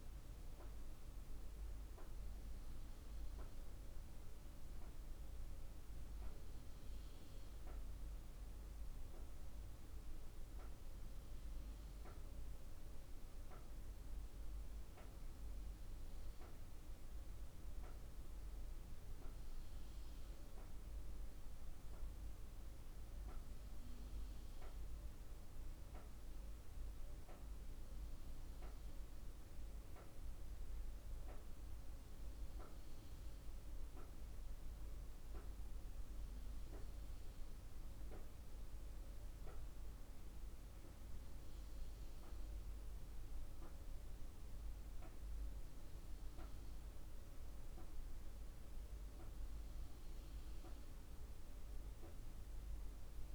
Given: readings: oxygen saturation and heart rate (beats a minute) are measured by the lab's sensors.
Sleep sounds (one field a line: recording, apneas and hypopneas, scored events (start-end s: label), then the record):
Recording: breathing in sleep, hard to hear, by a room microphone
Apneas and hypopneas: none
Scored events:
none scored
From the record:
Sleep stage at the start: N2 (light sleep)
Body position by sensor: on the right side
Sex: female